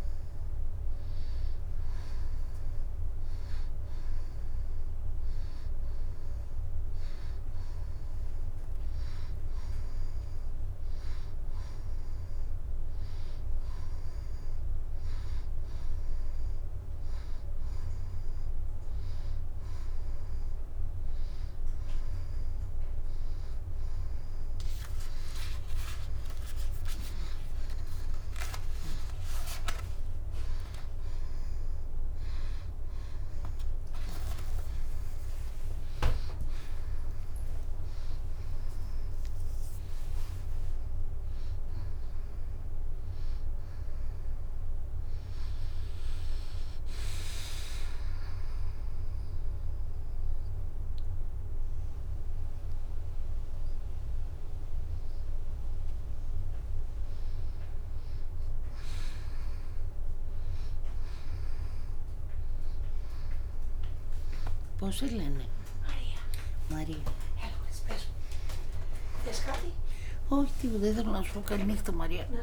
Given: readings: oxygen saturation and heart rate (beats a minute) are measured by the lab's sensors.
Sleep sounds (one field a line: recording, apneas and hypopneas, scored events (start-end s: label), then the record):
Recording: a person awake in a sleep study, by a room microphone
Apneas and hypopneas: none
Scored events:
67.00-72.42 s: oxygen desaturation (device-marked, oxygen 96% before, 90% lowest, heart rate 90 before, 95 extreme)
From the record:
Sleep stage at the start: awake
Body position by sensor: on the back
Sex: female